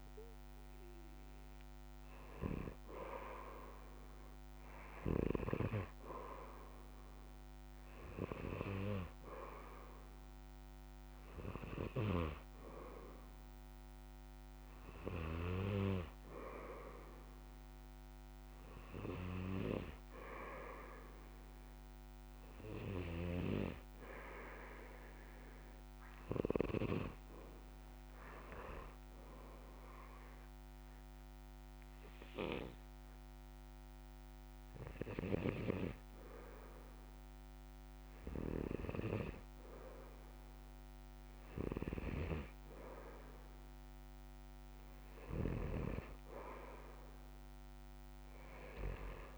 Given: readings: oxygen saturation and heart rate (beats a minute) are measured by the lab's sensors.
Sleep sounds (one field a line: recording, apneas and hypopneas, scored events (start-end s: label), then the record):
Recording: breathing in sleep by a microphone on the trachea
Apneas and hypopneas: 1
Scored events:
0.00-9.00 s: oxygen desaturation (device-marked, oxygen 92% lowest, heart rate 59 extreme)
27.00-35.00 s: tachycardia (device-marked, heart rate 66 before, 129 extreme)
30.50-43.00 s: hypopnea (oxygen 97% before, 94% lowest, heart rate 65 before, 61 extreme, up 3 after)
44.50-48.00 s: arousal
From the record:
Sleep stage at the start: N2 (light sleep)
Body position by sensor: on the back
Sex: male